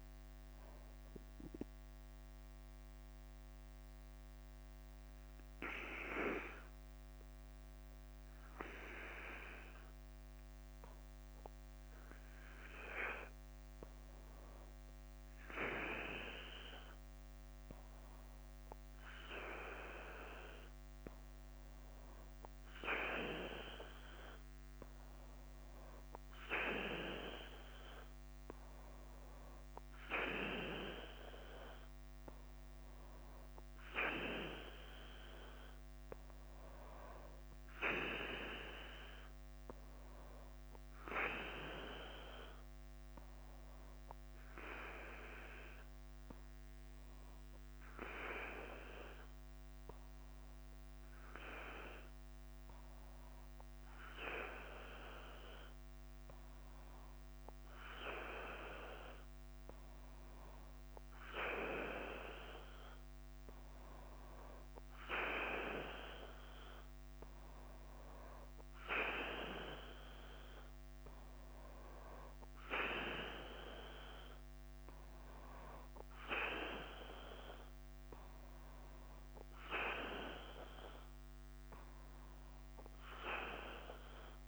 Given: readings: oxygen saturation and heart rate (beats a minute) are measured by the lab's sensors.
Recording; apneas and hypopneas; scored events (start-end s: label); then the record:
breathing in sleep by a microphone on the trachea; 2
0.00-84.48 s: bradycardia (device-marked, heart rate 42 extreme)
1.00-12.00 s: obstructive apnea (oxygen 98% before, 95% lowest, heart rate 50 before, 42 extreme, up 3 after)
17.50-20.50 s: arousal
42.00-45.00 s: arousal
47.50-59.50 s: hypopnea (oxygen 98% before, 94% lowest, heart rate 51 before, 50 extreme, up 2 after)
61.00-63.50 s: arousal
From the record:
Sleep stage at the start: N2 (light sleep); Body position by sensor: on the back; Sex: male